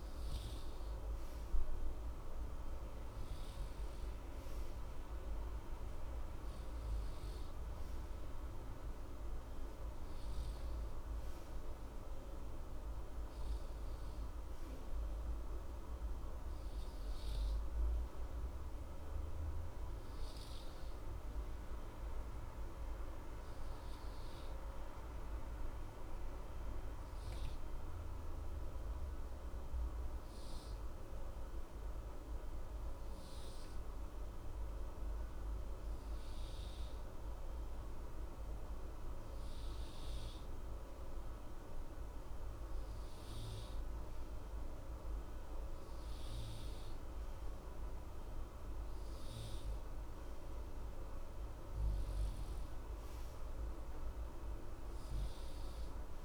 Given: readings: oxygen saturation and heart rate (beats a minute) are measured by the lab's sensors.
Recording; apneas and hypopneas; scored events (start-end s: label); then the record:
breathing in sleep, hard to hear, by a room microphone; 1
26.00-36.00 s: obstructive apnea (oxygen 94% before, 93% lowest, heart rate 60 before, 60 extreme, up 0 after)
38.00-43.00 s: arousal
From the record:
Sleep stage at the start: N2 (light sleep); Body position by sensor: on the right side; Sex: male